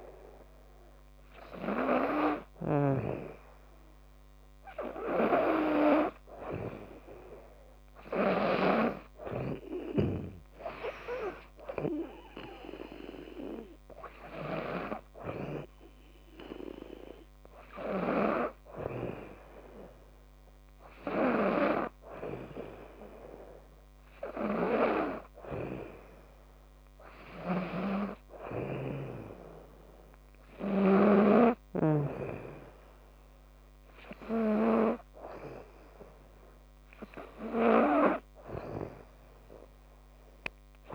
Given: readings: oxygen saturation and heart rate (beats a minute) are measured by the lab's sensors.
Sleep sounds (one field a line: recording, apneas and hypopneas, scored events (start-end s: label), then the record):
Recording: breathing in sleep by a microphone on the trachea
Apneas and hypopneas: none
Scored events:
2.00-8.50 s: snoring (device-marked)
27.00-31.00 s: snoring (device-marked)
From the record:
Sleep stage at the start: N2 (light sleep)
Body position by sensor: on the back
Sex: female